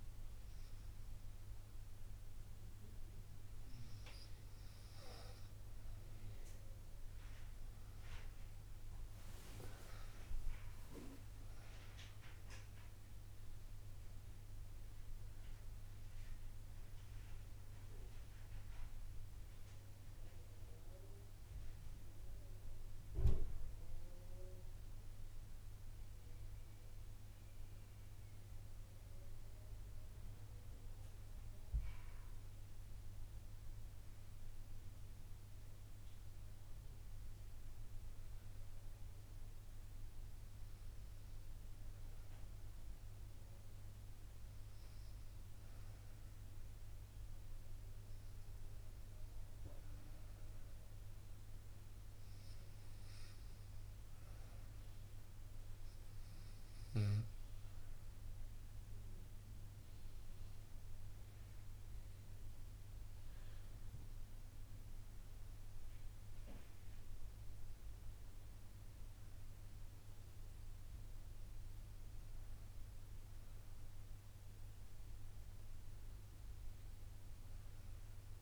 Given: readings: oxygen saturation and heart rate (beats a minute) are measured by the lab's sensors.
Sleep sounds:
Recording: breathing in sleep, hard to hear, by a room microphone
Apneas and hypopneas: none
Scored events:
9.00-13.00 s: arousal
62.00-66.50 s: arousal
From the record:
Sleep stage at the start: N2 (light sleep)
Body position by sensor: on the right side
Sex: female

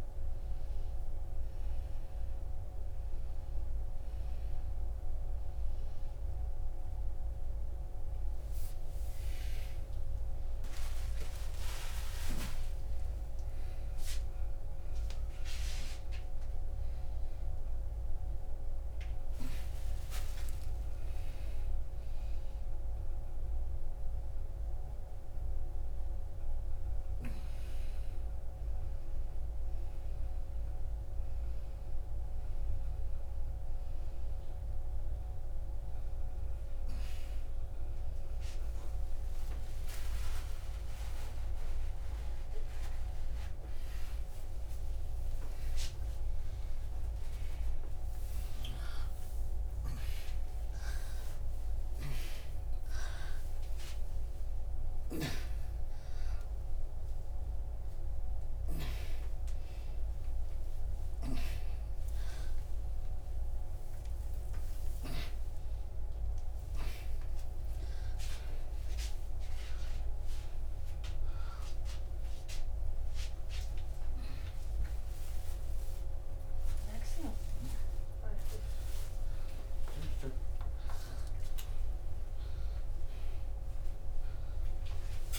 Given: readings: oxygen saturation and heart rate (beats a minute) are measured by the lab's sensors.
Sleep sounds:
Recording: a person awake in a sleep study, by a room microphone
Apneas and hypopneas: none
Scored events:
45.50-47.50 s: oxygen desaturation (device-marked, oxygen 97% before, 93% lowest)
58.50-63.50 s: oxygen desaturation (device-marked, oxygen 97% before, 93% lowest, heart rate 102 before, 40 extreme)
From the record:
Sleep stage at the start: awake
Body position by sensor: upright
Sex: female

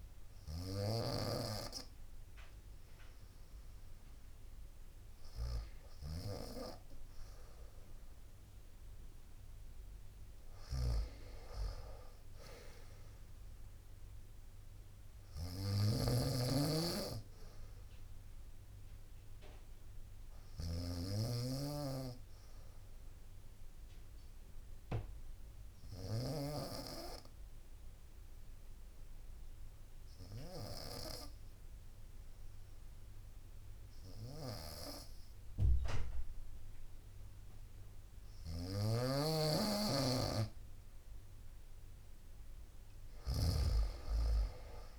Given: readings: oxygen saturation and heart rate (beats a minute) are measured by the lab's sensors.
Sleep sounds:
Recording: breathing in sleep by a room microphone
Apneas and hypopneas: 1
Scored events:
0.00-9.00 s: oxygen desaturation (device-marked, oxygen 94% lowest, heart rate 61 extreme)
0.00-26.00 s: snoring (device-marked)
22.00-39.00 s: obstructive apnea (oxygen 97% before, 93% lowest, heart rate 62 before, 61 extreme, up 2 after)
33.50-44.99 s: snoring (device-marked)
40.50-44.00 s: arousal
From the record:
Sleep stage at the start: N2 (light sleep)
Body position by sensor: on the right side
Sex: female

